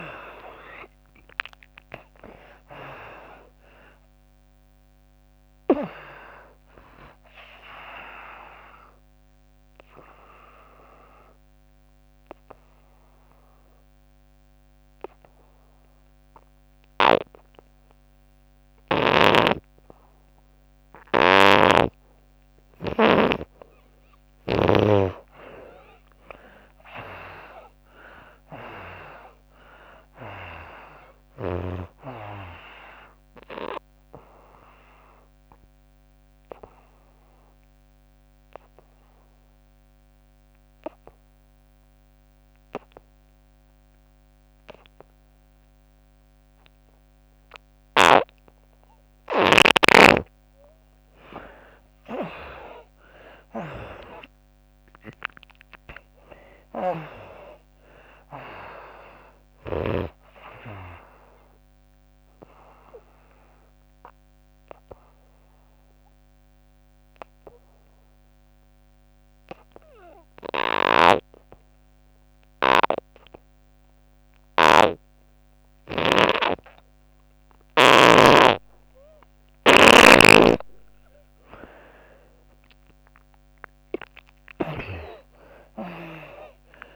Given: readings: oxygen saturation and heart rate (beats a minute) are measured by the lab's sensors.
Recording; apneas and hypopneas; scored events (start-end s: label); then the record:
breathing in sleep by a microphone on the trachea; 3
0.00-1.50 s: arousal
1.00-24.00 s: oxygen desaturation (device-marked, oxygen 95% before, 77% lowest, heart rate 82 before, 69 extreme)
8.00-21.00 s: obstructive apnea (oxygen 95% before, 77% lowest, heart rate 88 before, 69 extreme, up 4 after)
21.00-24.50 s: snoring (device-marked)
24.00-27.00 s: arousal
26.00-41.00 s: oxygen desaturation (device-marked, oxygen 98% before, 84% lowest, heart rate 83 before, 70 extreme)
33.50-48.50 s: obstructive apnea (oxygen 98% before, 77% lowest, heart rate 76 before, 70 extreme, up 17 after)
51.00-70.00 s: oxygen desaturation (device-marked, oxygen 96% before, 79% lowest, heart rate 83 before, 73 extreme)
52.00-55.50 s: arousal
61.50-77.50 s: obstructive apnea (oxygen 96% before, 75% lowest, heart rate 80 before, 72 extreme, up 19 after)
70.50-76.00 s: snoring (device-marked)
81.50-85.50 s: arousal
85.00-86.96 s: oxygen desaturation (device-marked, oxygen 96% before, 77% lowest, heart rate 78 before, 69 extreme)
85.50-86.96 s: snoring (device-marked)
From the record:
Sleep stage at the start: N2 (light sleep); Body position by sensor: on the back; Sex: female